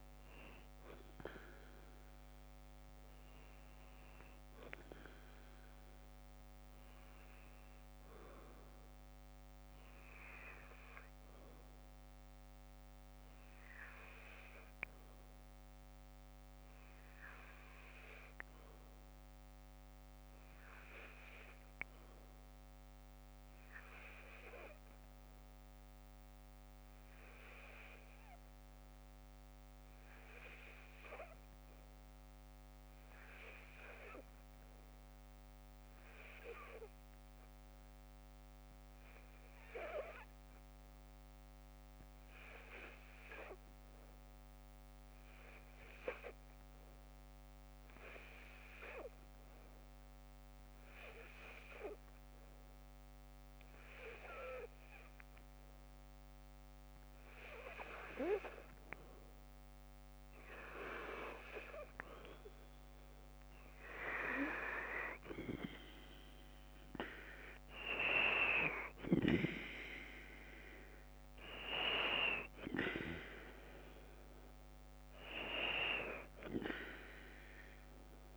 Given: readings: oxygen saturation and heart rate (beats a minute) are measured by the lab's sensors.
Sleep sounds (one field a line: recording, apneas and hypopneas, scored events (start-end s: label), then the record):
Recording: breathing in sleep by a microphone on the trachea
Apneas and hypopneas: 1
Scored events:
0.00-8.00 s: oxygen desaturation (device-marked, oxygen 90% lowest, heart rate 53 extreme)
25.50-56.50 s: hypopnea (oxygen 98% before, 88% lowest, heart rate 54 before, 55 extreme, up 5 after)
36.00-78.37 s: oxygen desaturation (device-marked, oxygen 98% before, 88% lowest, heart rate 55 before, 54 extreme)
66.00-72.50 s: arousal
From the record:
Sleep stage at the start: N2 (light sleep)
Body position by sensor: on the left side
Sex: female